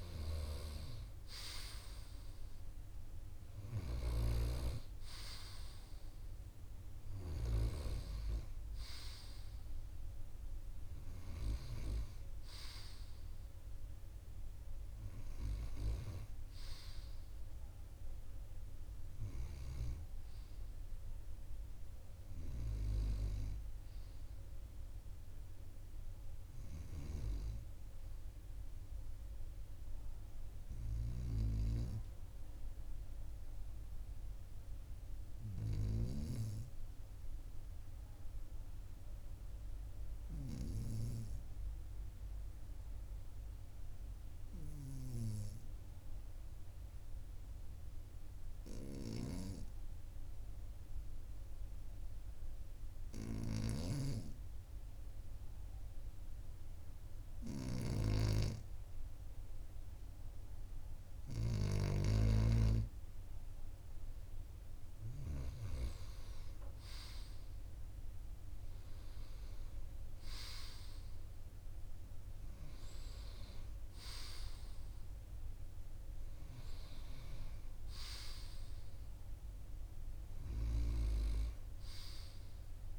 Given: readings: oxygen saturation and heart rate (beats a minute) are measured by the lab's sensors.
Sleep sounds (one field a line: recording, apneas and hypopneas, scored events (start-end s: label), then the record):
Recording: breathing in sleep by a room microphone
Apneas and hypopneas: 1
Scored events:
39.50-59.50 s: hypopnea (oxygen 99% before, 94% lowest, heart rate 43 before, 42 extreme, up 1 after)
53.00-62.00 s: snoring (device-marked)
58.50-75.50 s: oxygen desaturation (device-marked, oxygen 98% before, 95% lowest, heart rate 42 before, 42 extreme)
62.00-68.00 s: arousal
From the record:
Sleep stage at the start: N2 (light sleep)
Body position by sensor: on the right side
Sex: male